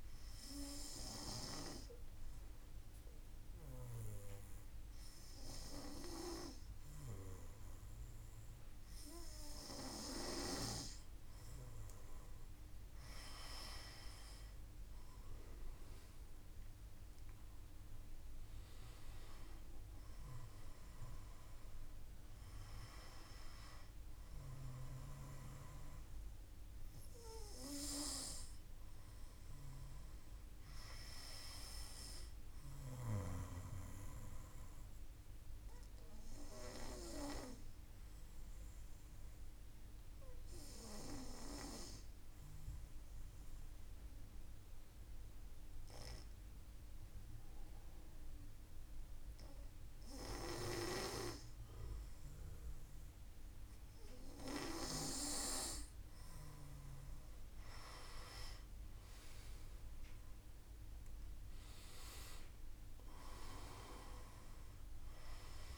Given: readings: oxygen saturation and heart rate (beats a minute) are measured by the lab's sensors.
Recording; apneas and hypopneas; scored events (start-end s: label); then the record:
breathing in sleep by a room microphone; 2
0.50-11.00 s: hypopnea (oxygen 97% before, 95% lowest, heart rate 54 before, 52 extreme, up 5 after)
13.00-17.00 s: arousal
34.50-50.50 s: obstructive apnea (oxygen 96% before, 93% lowest, heart rate 56 before, 52 extreme, up 0 after)
56.50-61.00 s: arousal
From the record:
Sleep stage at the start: N2 (light sleep); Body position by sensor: on the back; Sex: male